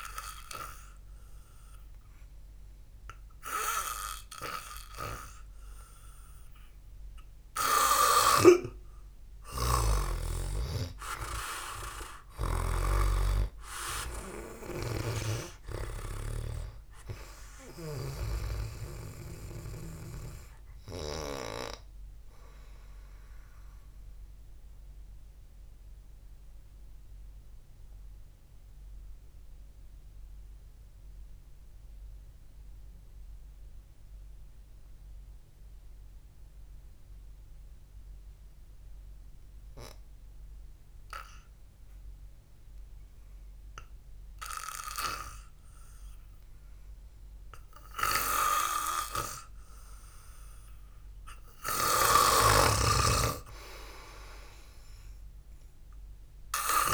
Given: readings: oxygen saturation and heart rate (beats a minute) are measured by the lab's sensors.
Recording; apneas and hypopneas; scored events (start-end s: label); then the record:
breathing in sleep by a room microphone; 1
8.50-13.00 s: snoring (device-marked)
10.00-40.00 s: oxygen desaturation (device-marked, oxygen 97% before, 89% lowest, heart rate 58 before, 51 extreme)
15.00-18.50 s: snoring (device-marked)
26.00-47.00 s: mixed apnea (oxygen 98% before, 89% lowest, heart rate 58 before, 51 extreme, up 0 after)
49.00-52.50 s: arousal
52.50-56.94 s: snoring (device-marked)
54.00-56.94 s: oxygen desaturation (device-marked, oxygen 97% before, 89% lowest, heart rate 60 before, 54 extreme)
From the record:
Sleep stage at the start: N2 (light sleep); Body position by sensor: on the back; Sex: male